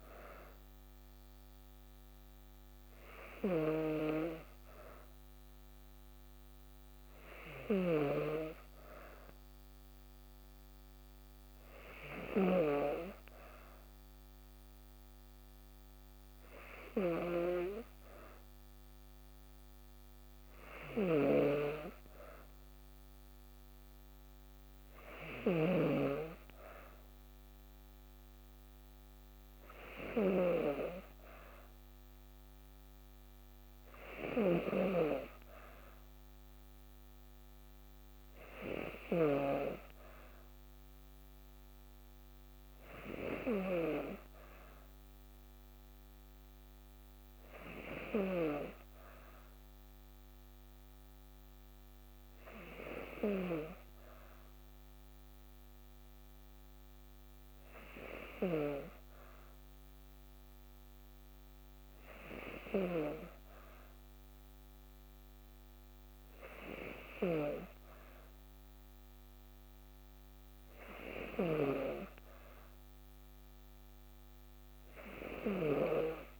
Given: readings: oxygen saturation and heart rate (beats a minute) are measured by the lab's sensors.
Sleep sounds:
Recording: breathing in sleep by a microphone on the trachea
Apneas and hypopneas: none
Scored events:
3.00-12.50 s: snoring (device-marked)
20.50-25.50 s: snoring (device-marked)
From the record:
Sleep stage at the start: N2 (light sleep)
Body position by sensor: on the back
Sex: female

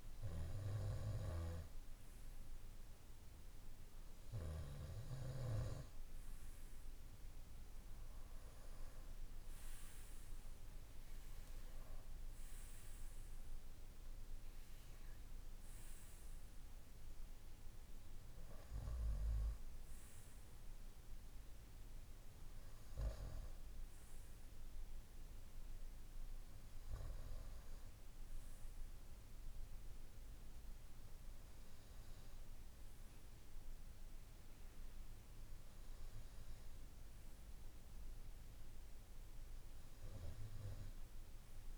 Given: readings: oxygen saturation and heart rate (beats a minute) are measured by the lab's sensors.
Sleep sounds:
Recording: breathing in sleep by a room microphone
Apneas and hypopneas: none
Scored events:
none scored
From the record:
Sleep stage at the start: N2 (light sleep)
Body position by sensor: on the right side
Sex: male

